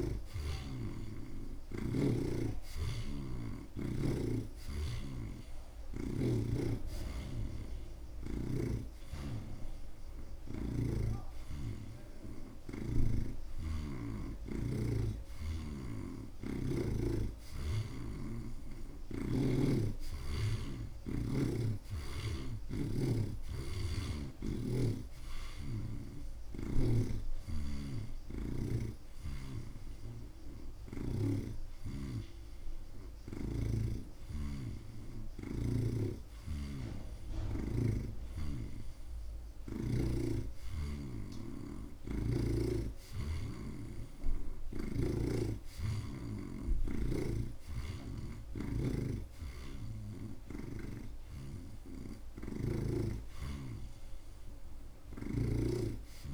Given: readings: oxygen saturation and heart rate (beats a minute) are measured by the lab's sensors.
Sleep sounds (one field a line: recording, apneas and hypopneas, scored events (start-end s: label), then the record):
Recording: breathing in sleep by a room microphone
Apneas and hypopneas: none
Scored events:
0.00-2.00 s: snoring (device-marked)
8.50-25.50 s: oxygen desaturation (device-marked, oxygen 82% before, 79% lowest)
27.50-41.50 s: oxygen desaturation (device-marked, oxygen 83% before, 79% lowest)
29.00-34.00 s: snoring (device-marked)
48.50-56.34 s: oxygen desaturation (device-marked, oxygen 86% before, 80% lowest)
From the record:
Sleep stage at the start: N2 (light sleep)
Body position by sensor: on the right side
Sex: male